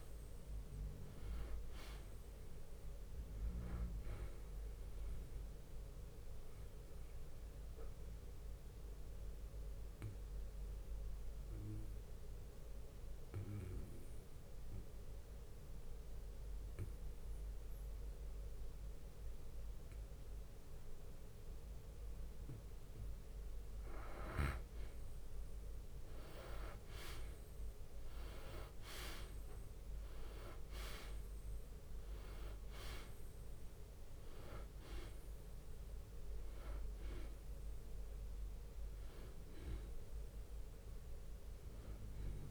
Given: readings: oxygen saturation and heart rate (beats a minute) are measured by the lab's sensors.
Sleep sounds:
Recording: breathing in sleep by a room microphone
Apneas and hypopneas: 1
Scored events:
0.00-12.00 s: drop in pulse transit time (device-marked, heart rate 55 extreme)
0.00-19.00 s: oxygen desaturation (device-marked, oxygen 91% lowest, heart rate 53 extreme)
5.00-27.00 s: bradycardia (device-marked, heart rate 76 before, 53 extreme)
6.50-22.50 s: obstructive apnea (oxygen 97% before, 90% lowest, heart rate 92 before, 53 extreme, up 6 after)
25.50-30.50 s: arousal
28.00-39.00 s: drop in pulse transit time (device-marked, heart rate 57 before, 57 extreme)
29.00-42.50 s: oxygen desaturation (device-marked, oxygen 97% before, 90% lowest, heart rate 57 before, 52 extreme)
36.00-42.00 s: bradycardia (device-marked, heart rate 76 before, 58 extreme)
From the record:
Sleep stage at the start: N2 (light sleep)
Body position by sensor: on the back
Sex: male

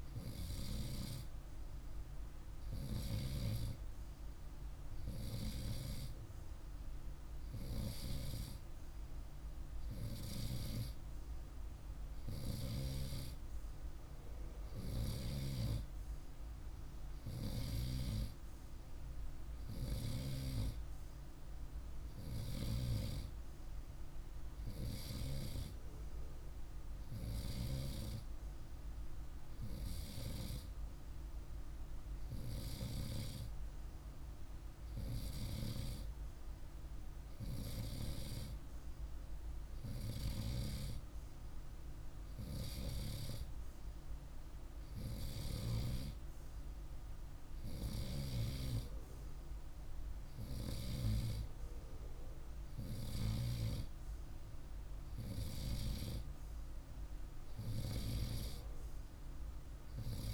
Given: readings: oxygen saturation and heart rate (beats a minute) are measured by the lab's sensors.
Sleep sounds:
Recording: breathing in sleep by a room microphone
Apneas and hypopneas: none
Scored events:
none scored
From the record:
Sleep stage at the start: N2 (light sleep)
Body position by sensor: on the right side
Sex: male

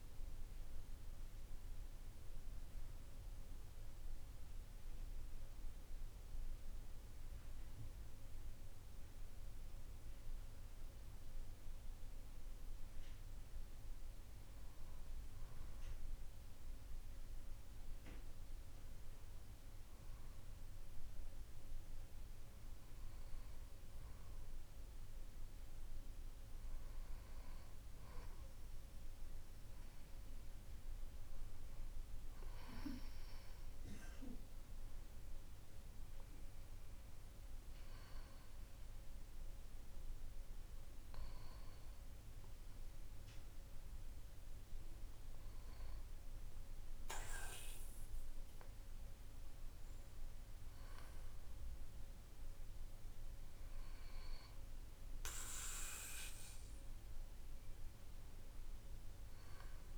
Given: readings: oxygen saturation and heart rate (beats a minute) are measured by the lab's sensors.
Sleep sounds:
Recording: breathing in sleep by a room microphone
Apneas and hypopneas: none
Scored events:
24.50-27.00 s: arousal
From the record:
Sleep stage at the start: N2 (light sleep)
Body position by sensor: on the back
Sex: male

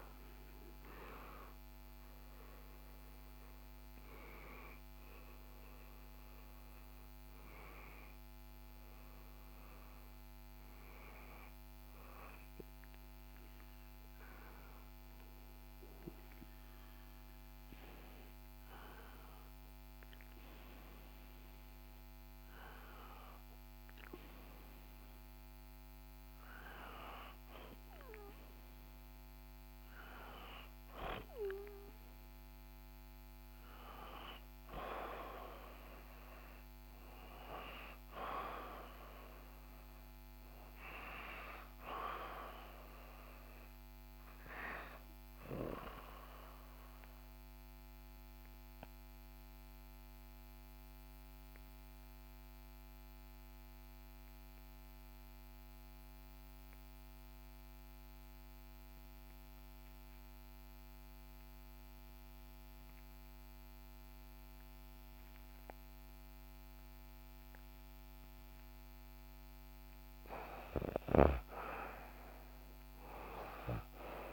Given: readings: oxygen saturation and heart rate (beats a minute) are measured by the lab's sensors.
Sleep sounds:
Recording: breathing in sleep by a microphone on the trachea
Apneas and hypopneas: 1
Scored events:
0.00-5.00 s: oxygen desaturation (device-marked, oxygen 90% lowest, heart rate 65 extreme)
45.50-68.50 s: obstructive apnea (oxygen 98% before, 90% lowest, heart rate 64 before, 60 extreme, up 3 after)
65.00-74.33 s: oxygen desaturation (device-marked, oxygen 97% before, 90% lowest, heart rate 62 before, 60 extreme)
70.00-74.00 s: arousal
From the record:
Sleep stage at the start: REM sleep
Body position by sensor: on the back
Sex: female

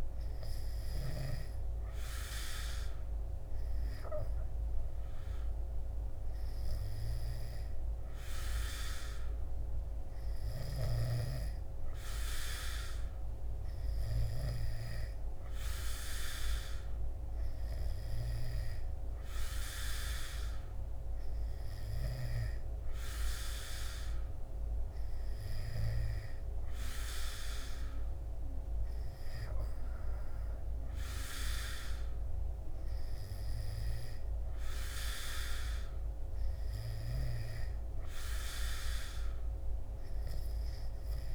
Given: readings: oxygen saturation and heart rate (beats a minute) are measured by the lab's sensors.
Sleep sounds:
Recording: breathing in sleep by a room microphone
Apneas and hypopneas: none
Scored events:
26.00-41.35 s: new sleep stage, N3 (deep sleep)
From the record:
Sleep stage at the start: N2 (light sleep)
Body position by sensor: on the back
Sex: male

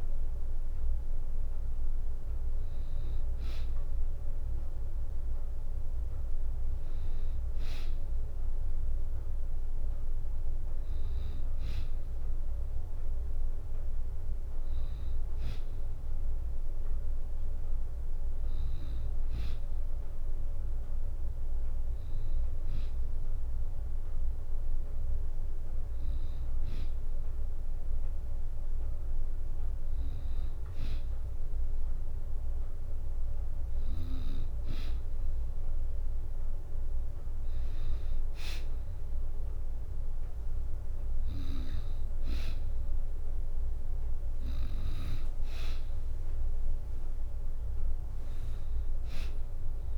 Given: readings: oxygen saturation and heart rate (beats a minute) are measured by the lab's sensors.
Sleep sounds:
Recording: breathing in sleep by a room microphone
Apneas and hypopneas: none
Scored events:
8.50-38.50 s: new sleep stage, N2 (light sleep)
38.50-49.97 s: new sleep stage, N3 (deep sleep)
41.50-49.97 s: drop in pulse transit time (device-marked, heart rate 68 before, 66 extreme)
From the record:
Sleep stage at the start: N3 (deep sleep)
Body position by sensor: on the back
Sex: female

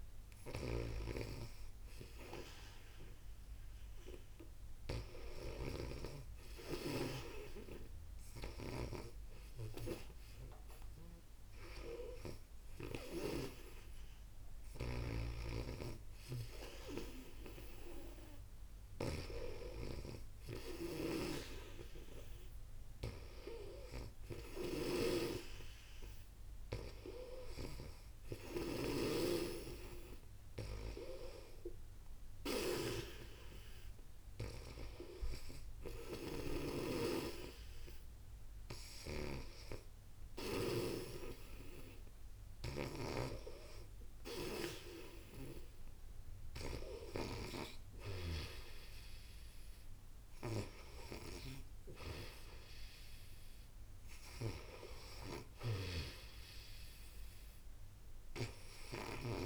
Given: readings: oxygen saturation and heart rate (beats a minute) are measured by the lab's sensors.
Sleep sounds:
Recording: breathing in sleep by a room microphone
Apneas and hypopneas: none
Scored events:
0.00-13.00 s: snoring (device-marked)
15.00-27.50 s: snoring (device-marked)
36.50-40.50 s: snoring (device-marked)
42.50-59.46 s: snoring (device-marked)
From the record:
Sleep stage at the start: N2 (light sleep)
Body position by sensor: on the back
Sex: female

